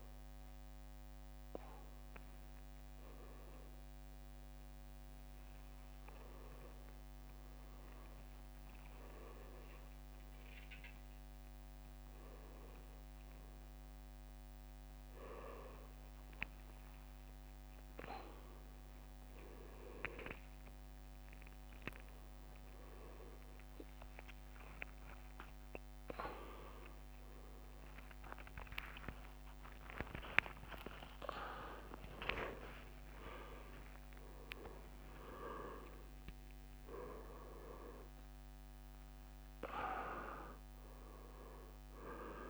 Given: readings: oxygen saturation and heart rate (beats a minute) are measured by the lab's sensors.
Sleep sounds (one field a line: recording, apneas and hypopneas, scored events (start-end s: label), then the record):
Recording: a person awake in a sleep study, by a microphone on the trachea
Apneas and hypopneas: none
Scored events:
0.00-1.00 s: leg movement (device-marked)
2.50-7.50 s: leg movement (device-marked)
8.00-13.00 s: leg movement (device-marked)
19.00-42.50 s: new sleep stage, awake
22.00-25.00 s: drop in pulse transit time (device-marked, heart rate 79 before, 68 extreme)
27.00-40.00 s: drop in pulse transit time (device-marked, heart rate 76 before, 67 extreme)
29.00-33.00 s: tachycardia (device-marked, heart rate 71 before, 105 extreme)
29.50-31.50 s: long interval between heartbeats (device-marked, heart rate 75 before, 79 extreme)
From the record:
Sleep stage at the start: N1 (lightest sleep)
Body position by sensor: on the front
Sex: male